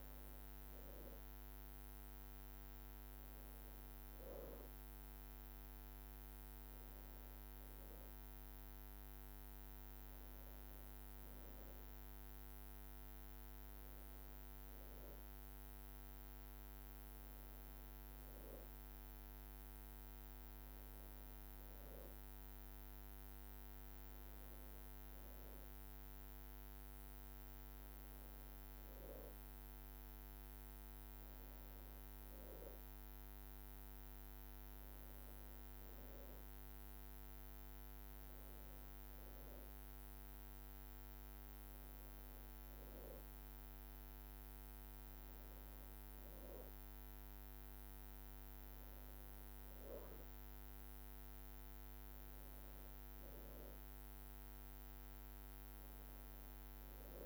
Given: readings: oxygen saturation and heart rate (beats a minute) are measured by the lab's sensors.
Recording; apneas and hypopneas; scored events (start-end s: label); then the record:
breathing in sleep, hard to hear, by a microphone on the trachea; none
none scored
From the record:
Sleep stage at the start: N2 (light sleep); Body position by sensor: on the back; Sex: female